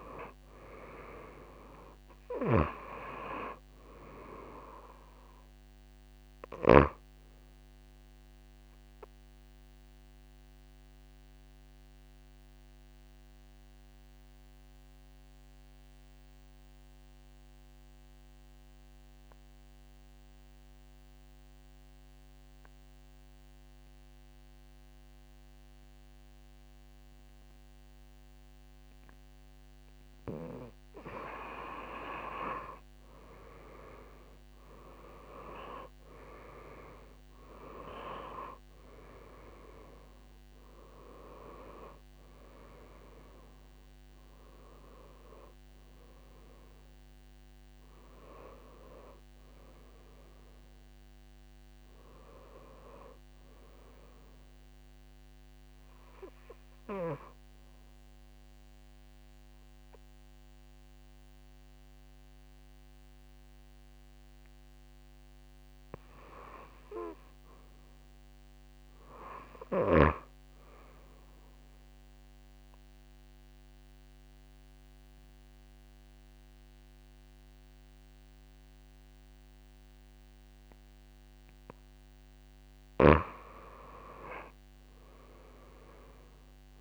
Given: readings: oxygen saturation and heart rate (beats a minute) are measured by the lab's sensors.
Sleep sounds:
breathing in sleep by a microphone on the trachea; 2
5.00-23.00 s: oxygen desaturation (device-marked, oxygen 95% before, 90% lowest)
9.50-31.00 s: obstructive apnea (oxygen 95% before, 85% lowest)
33.00-36.50 s: arousal
34.00-70.00 s: oxygen desaturation (device-marked, oxygen 97% before, 85% lowest)
71.50-82.50 s: obstructive apnea (oxygen 96% before, 89% lowest)
84.50-86.81 s: arousal
From the record:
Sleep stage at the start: N2 (light sleep); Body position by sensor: on the back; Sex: female

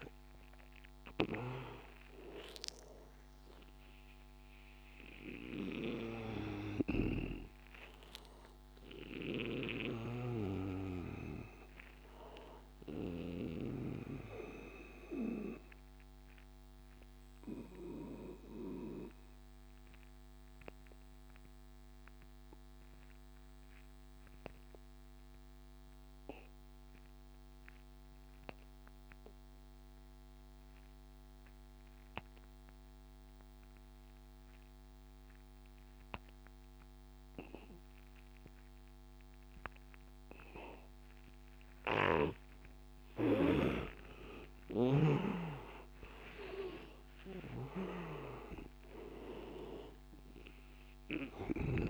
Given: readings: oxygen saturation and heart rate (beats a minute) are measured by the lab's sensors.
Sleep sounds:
breathing in sleep by a microphone on the trachea; 1
0.00-16.00 s: oxygen desaturation (device-marked, oxygen 83% lowest, heart rate 74 extreme)
6.50-10.00 s: snoring (device-marked)
13.50-42.00 s: obstructive apnea (oxygen 98% before, 83% lowest, heart rate 91 before, 74 extreme, up 16 after)
36.00-51.90 s: oxygen desaturation (device-marked, oxygen 98% before, 83% lowest, heart rate 81 before, 76 extreme)
44.50-48.50 s: arousal
From the record:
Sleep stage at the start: N2 (light sleep); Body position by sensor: on the back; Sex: male

